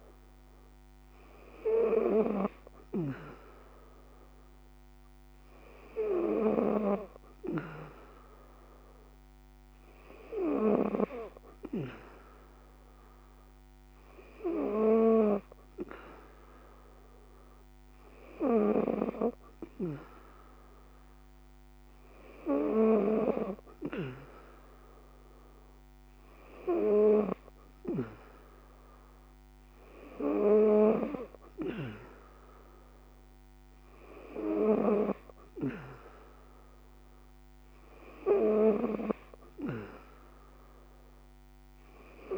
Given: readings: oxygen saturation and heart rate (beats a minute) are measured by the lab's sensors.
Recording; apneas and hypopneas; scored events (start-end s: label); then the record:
breathing in sleep by a microphone on the trachea; none
2.00-7.00 s: snoring (device-marked)
From the record:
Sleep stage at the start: N3 (deep sleep); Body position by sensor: on the back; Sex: female